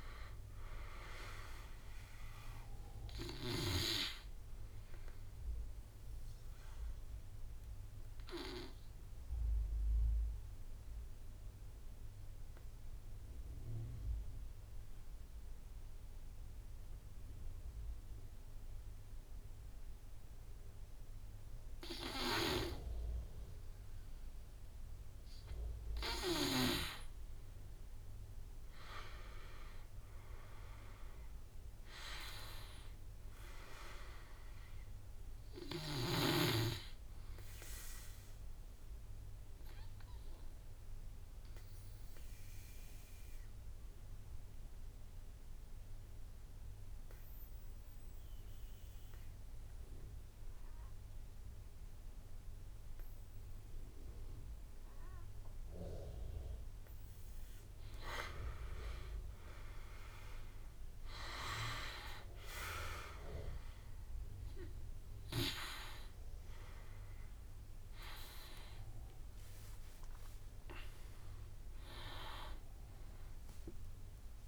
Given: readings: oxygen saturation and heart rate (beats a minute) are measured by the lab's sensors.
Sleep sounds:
breathing in sleep by a room microphone; 2
0.00-9.50 s: oxygen desaturation (device-marked, oxygen 83% lowest, heart rate 44 extreme)
0.00-10.50 s: drop in pulse transit time (device-marked, heart rate 48 extreme)
5.50-25.00 s: obstructive apnea (oxygen 99% before, 87% lowest, heart rate 60 before, 44 extreme, up 15 after)
27.50-30.50 s: arousal
30.50-48.50 s: oxygen desaturation (device-marked, oxygen 100% before, 91% lowest, heart rate 50 before, 47 extreme)
38.00-56.50 s: obstructive apnea (oxygen 100% before, 88% lowest, heart rate 54 before, 47 extreme, up 16 after)
58.50-62.00 s: arousal
59.50-74.47 s: oxygen desaturation (device-marked, oxygen 98% before, 88% lowest, heart rate 50 before, 46 extreme)
65.50-74.47 s: drop in pulse transit time (device-marked, heart rate 53 before, 48 extreme)
From the record:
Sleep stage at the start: N2 (light sleep); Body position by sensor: on the back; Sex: male

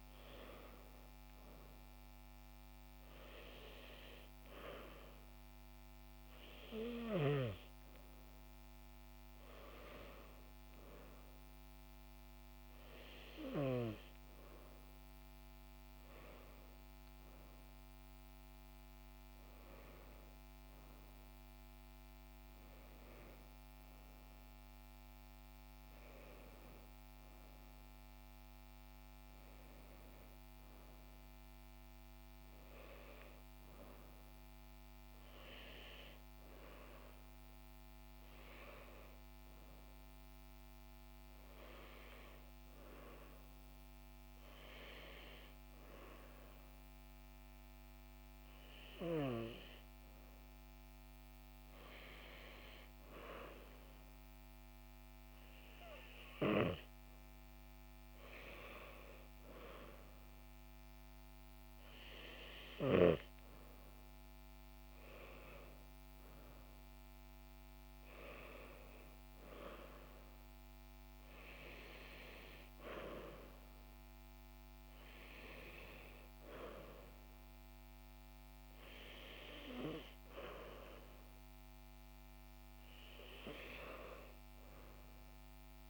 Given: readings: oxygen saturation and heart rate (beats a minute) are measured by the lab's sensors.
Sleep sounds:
breathing in sleep by a microphone on the trachea; none
18.50-22.00 s: arousal
From the record:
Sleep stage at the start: N2 (light sleep); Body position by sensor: on the back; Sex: female

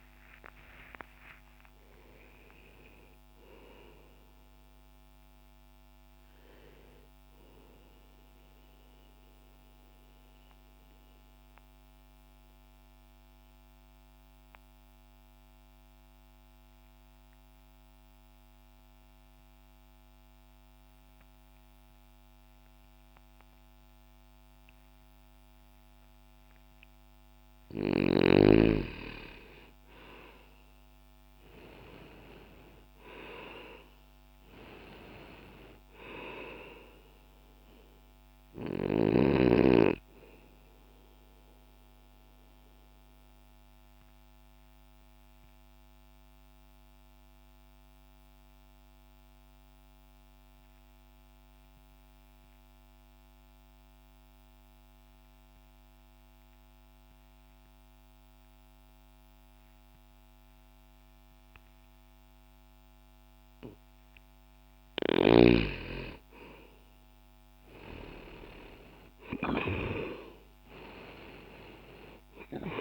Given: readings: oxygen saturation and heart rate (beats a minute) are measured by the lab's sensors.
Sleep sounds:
breathing in sleep by a microphone on the trachea; 2
0.00-18.50 s: oxygen desaturation (device-marked, oxygen 83% lowest, heart rate 60 extreme)
4.50-72.81 s: new sleep stage, N2 (light sleep)
7.50-26.00 s: obstructive apnea (oxygen 93% before, 83% lowest, heart rate 84 before, 60 extreme, up 0 after)
28.50-32.50 s: arousal
35.50-61.50 s: oxygen desaturation (device-marked, oxygen 96% before, 83% lowest, heart rate 60 before, 60 extreme)
40.50-63.00 s: obstructive apnea (oxygen 97% before, 83% lowest, heart rate 60 before, 60 extreme, up 0 after)
66.50-71.00 s: arousal
From the record:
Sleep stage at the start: N1 (lightest sleep); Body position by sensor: on the back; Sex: male

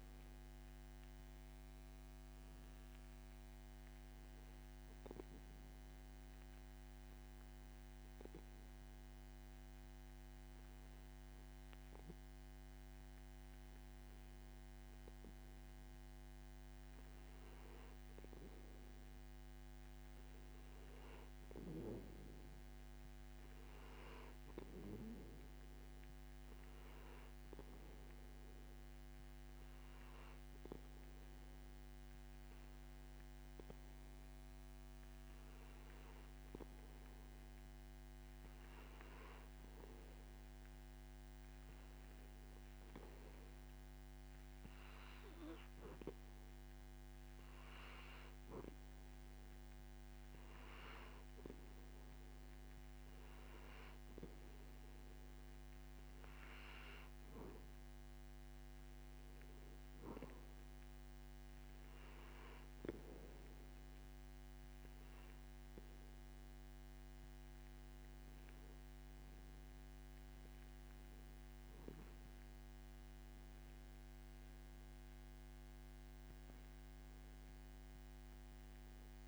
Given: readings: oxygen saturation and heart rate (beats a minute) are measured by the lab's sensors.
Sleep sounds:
breathing in sleep by a microphone on the trachea; 2
5.50-16.50 s: hypopnea (oxygen 95% before, 91% lowest)
19.00-22.50 s: arousal
27.00-38.50 s: hypopnea (oxygen 94% before, 91% lowest)
42.00-45.50 s: arousal
From the record:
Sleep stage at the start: N2 (light sleep); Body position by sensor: on the back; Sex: male

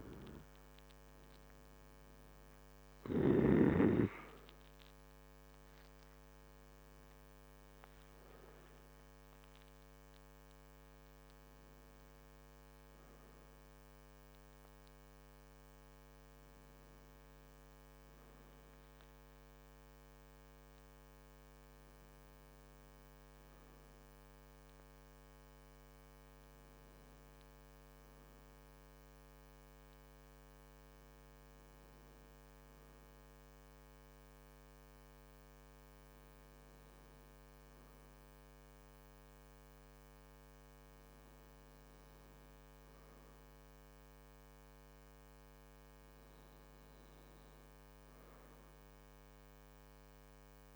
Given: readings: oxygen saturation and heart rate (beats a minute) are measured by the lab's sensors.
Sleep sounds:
breathing in sleep, hard to hear, by a microphone on the trachea; none
none scored
From the record:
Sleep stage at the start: N2 (light sleep); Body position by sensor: on the back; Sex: male

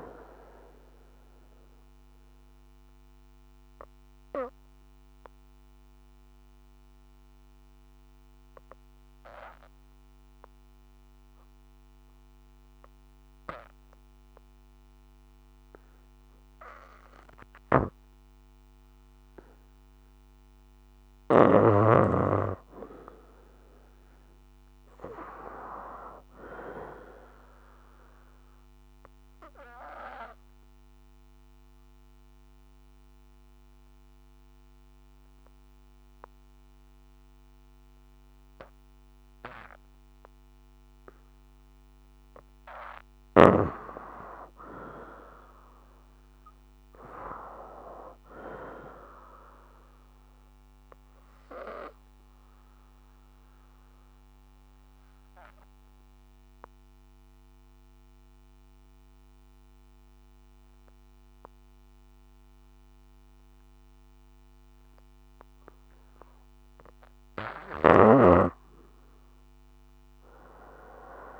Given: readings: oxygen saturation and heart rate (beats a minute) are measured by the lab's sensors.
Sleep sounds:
breathing in sleep by a microphone on the trachea; 3
0.00-19.50 s: oxygen desaturation (device-marked, oxygen 71% lowest, heart rate 55 extreme)
3.00-20.00 s: obstructive apnea (oxygen 97% before, 71% lowest, heart rate 65 before, 58 extreme, up 5 after)
21.50-45.50 s: oxygen desaturation (device-marked, oxygen 99% before, 79% lowest, heart rate 59 before, 54 extreme)
22.00-25.50 s: arousal
28.50-42.00 s: obstructive apnea (oxygen 99% before, 78% lowest, heart rate 60 before, 54 extreme, up 9 after)
44.50-48.00 s: arousal
47.50-69.50 s: oxygen desaturation (device-marked, oxygen 94% before, 79% lowest, heart rate 61 before, 54 extreme)
50.50-67.00 s: obstructive apnea (oxygen 99% before, 73% lowest, heart rate 61 before, 54 extreme, up 17 after)
69.50-71.40 s: arousal
From the record:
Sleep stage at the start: N2 (light sleep); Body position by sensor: on the left side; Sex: female

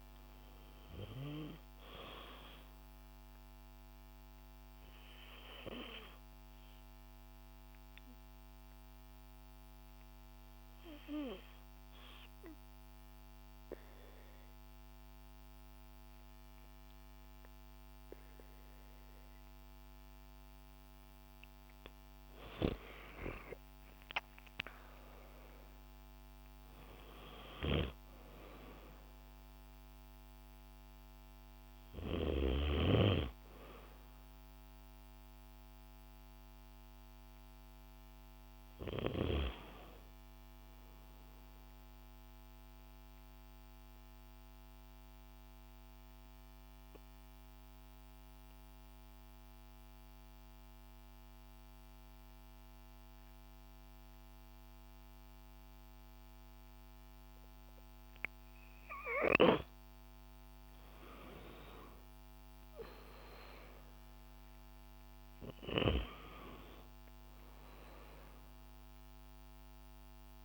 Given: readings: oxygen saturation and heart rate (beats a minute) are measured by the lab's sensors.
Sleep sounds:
breathing in sleep by a microphone on the trachea; 2
4.50-20.50 s: obstructive apnea (oxygen 96% before, 91% lowest, heart rate 83 before, 44 extreme)
21.50-25.00 s: arousal
23.50-46.50 s: oxygen desaturation (device-marked, oxygen 96% before, 91% lowest, heart rate 135 before, 44 extreme)
41.50-58.00 s: obstructive apnea (oxygen 96% before, 91% lowest, heart rate 114 before, 113 extreme, up 33 after)
60.00-64.50 s: arousal
61.50-70.45 s: oxygen desaturation (device-marked, oxygen 98% before, 92% lowest, heart rate 147 before, 50 extreme)
From the record:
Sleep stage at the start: N2 (light sleep); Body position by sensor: on the back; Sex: female

